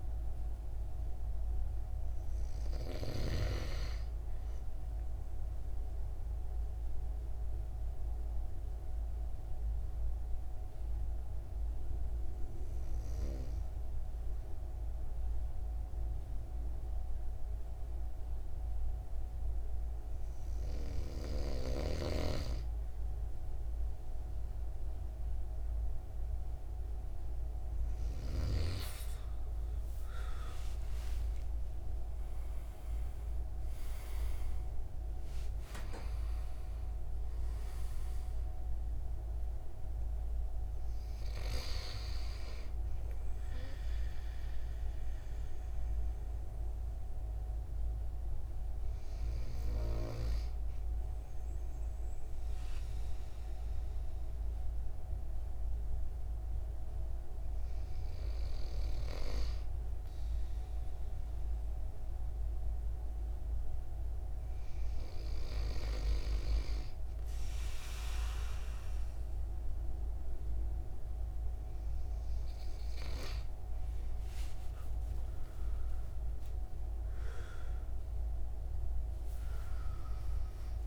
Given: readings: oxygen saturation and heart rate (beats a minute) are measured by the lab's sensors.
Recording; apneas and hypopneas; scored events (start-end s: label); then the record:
breathing in sleep by a room microphone; 2
6.50-23.00 s: mixed apnea (oxygen 96% before, 94% lowest, heart rate 121 before, 29 extreme, up 0 after)
22.00-28.50 s: snoring (device-marked)
30.00-35.50 s: arousal
46.50-72.50 s: hypopnea (oxygen 98% before, 92% lowest, heart rate 73 before, 83 extreme, up 20 after)
74.50-80.87 s: arousal
From the record:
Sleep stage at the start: N2 (light sleep); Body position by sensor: on the right side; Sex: male